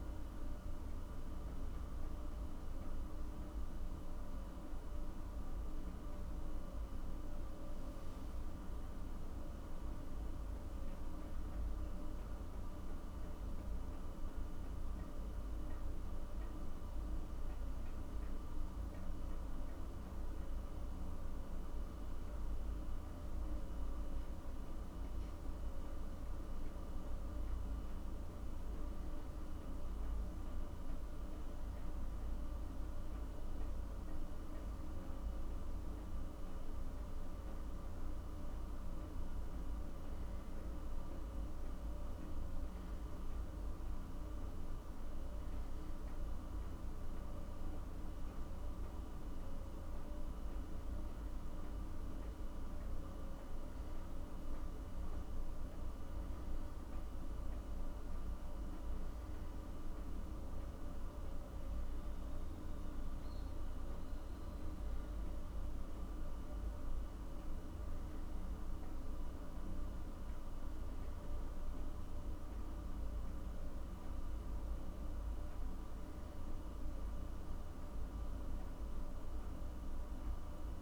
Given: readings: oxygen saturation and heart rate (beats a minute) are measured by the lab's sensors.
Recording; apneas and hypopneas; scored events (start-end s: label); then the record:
breathing in sleep, hard to hear, by a room microphone; none
none scored
From the record:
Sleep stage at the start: N1 (lightest sleep); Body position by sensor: on the back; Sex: male